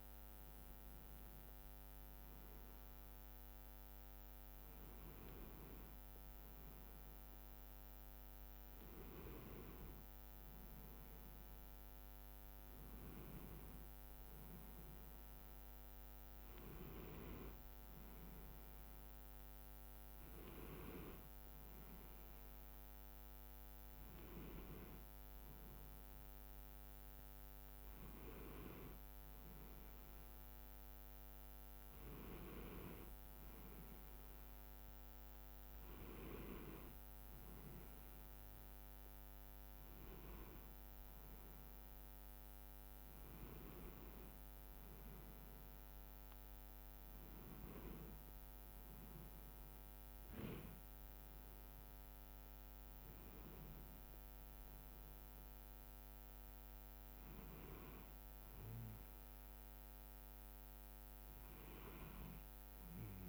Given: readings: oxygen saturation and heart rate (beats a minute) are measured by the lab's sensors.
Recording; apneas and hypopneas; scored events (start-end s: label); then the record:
a person awake in a sleep study, by a microphone on the trachea; none
none scored
From the record:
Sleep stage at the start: awake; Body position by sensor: on the back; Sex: male